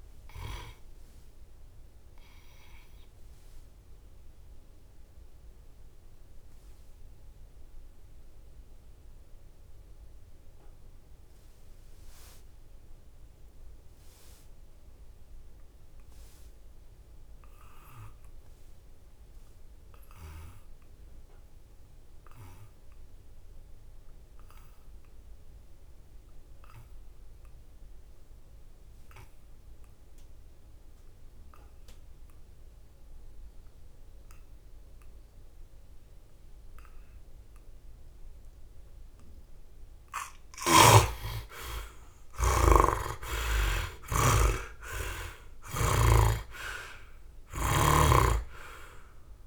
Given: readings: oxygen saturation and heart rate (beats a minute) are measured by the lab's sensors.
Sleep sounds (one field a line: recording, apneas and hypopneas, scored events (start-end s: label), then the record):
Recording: breathing in sleep by a room microphone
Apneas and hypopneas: 1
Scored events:
1.50-39.00 s: mixed apnea (heart rate 73 before, 59 extreme, up 25 after)
40.00-43.50 s: snoring (device-marked)
42.00-47.00 s: arousal
45.50-49.47 s: snoring (device-marked)
From the record:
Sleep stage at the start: N2 (light sleep)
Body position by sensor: on the back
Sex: male